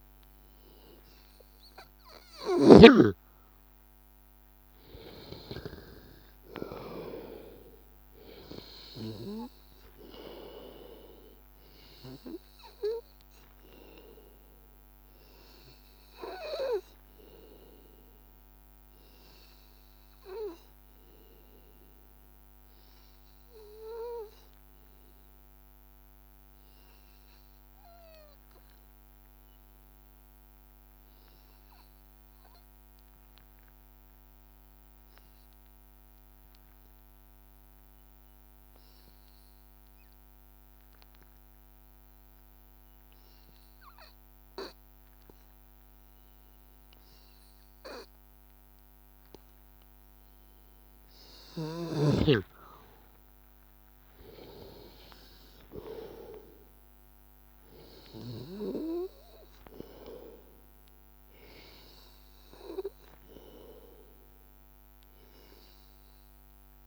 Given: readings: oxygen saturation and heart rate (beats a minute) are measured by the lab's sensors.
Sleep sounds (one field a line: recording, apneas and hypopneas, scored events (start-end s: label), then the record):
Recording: breathing in sleep by a microphone on the trachea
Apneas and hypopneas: 1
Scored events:
0.00-24.50 s: oxygen desaturation (device-marked, oxygen 88% lowest, heart rate 82 extreme)
5.00-9.50 s: arousal
20.50-44.00 s: hypopnea (oxygen 96% before, 89% lowest, heart rate 85 before, 82 extreme, up 0 after)
42.50-66.87 s: oxygen desaturation (device-marked, oxygen 98% before, 91% lowest, heart rate 84 before, 82 extreme)
48.00-52.00 s: arousal
From the record:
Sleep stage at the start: N2 (light sleep)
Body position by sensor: on the back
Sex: male